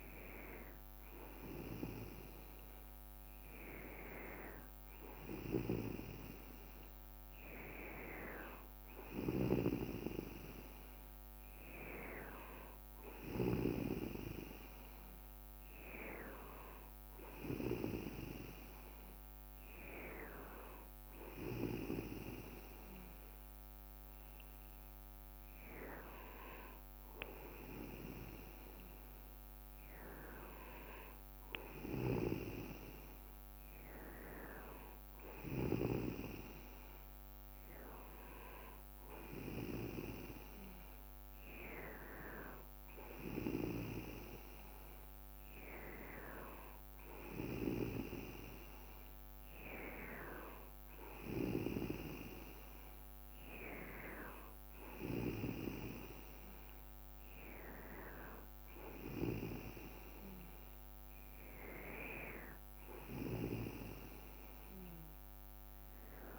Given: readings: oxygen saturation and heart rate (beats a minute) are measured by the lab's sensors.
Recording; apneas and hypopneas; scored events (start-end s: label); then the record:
breathing in sleep by a microphone on the trachea; none
none scored
From the record:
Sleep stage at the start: N2 (light sleep); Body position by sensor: on the back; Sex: male